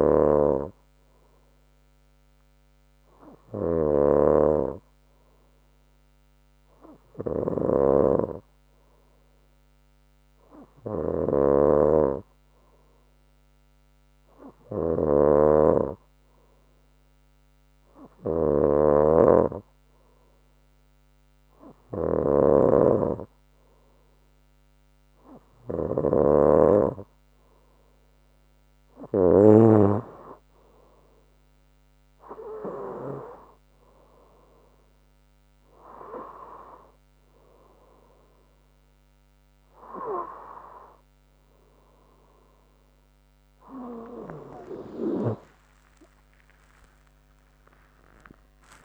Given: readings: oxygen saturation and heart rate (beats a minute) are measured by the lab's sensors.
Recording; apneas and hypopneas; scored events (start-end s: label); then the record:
breathing in sleep by a microphone on the trachea; none
0.00-30.00 s: snoring (device-marked)
44.00-46.00 s: long interval between heartbeats (device-marked, heart rate 72 before, 74 extreme)
47.50-48.84 s: long interval between heartbeats (device-marked, heart rate 74 before, 105 extreme)
From the record:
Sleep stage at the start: N3 (deep sleep); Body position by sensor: on the front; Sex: female